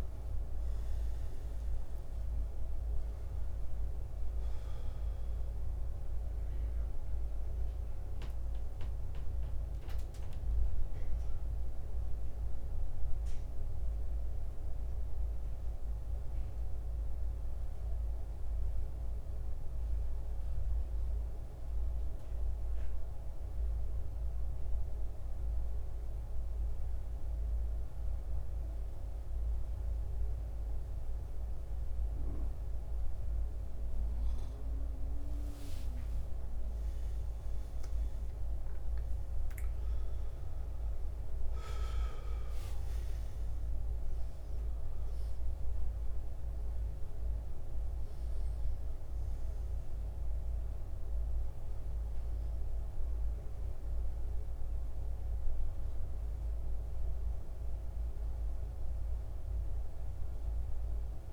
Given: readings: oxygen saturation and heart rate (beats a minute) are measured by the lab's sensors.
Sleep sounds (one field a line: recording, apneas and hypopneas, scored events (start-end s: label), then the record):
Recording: breathing in sleep, hard to hear, by a room microphone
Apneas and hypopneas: 1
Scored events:
2.50-27.50 s: oxygen desaturation (device-marked, oxygen 88% before, 84% lowest, heart rate 76 before, 66 extreme)
10.50-14.50 s: arousal
19.00-32.50 s: central apnea (oxygen 88% before, 84% lowest, heart rate 82 before, 66 extreme, up 13 after)
35.00-38.50 s: arousal
42.50-61.33 s: oxygen desaturation (device-marked, oxygen 94% before, 84% lowest, heart rate 71 before, 68 extreme)
57.00-60.50 s: arousal
From the record:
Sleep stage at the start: N2 (light sleep)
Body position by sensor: on the back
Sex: male